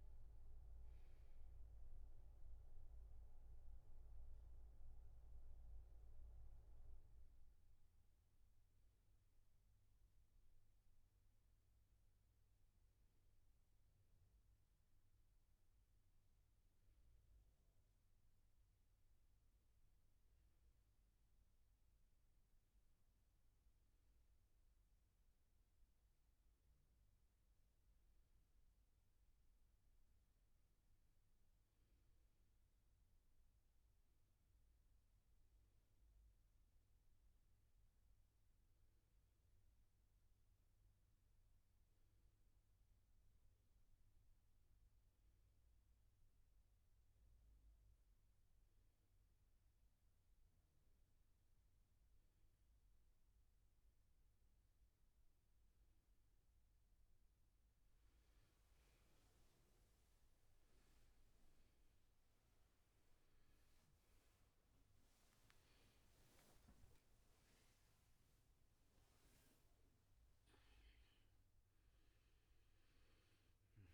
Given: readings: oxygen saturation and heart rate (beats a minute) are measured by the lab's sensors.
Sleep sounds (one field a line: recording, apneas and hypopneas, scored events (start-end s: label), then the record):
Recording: a person awake in a sleep study, hard to hear, by a room microphone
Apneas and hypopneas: none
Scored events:
none scored
From the record:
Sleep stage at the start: awake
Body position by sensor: on the back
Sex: male